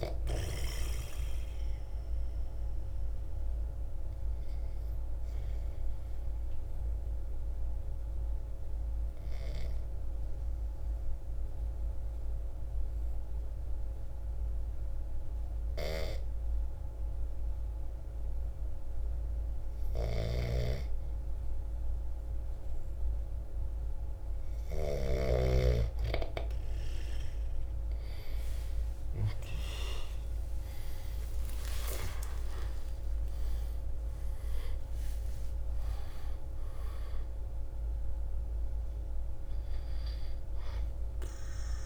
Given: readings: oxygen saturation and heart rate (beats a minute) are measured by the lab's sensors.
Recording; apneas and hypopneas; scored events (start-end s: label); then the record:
breathing in sleep by a room microphone; 1
0.00-8.50 s: drop in pulse transit time (device-marked, heart rate 53 extreme)
2.50-19.00 s: obstructive apnea (oxygen 97% before, 89% lowest, heart rate 58 before, 53 extreme, up 2 after)
9.50-24.50 s: oxygen desaturation (device-marked, oxygen 97% before, 89% lowest, heart rate 59 before, 53 extreme)
15.00-24.50 s: snoring (device-marked)
30.00-35.00 s: arousal
From the record:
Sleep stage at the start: N2 (light sleep); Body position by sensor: on the back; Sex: male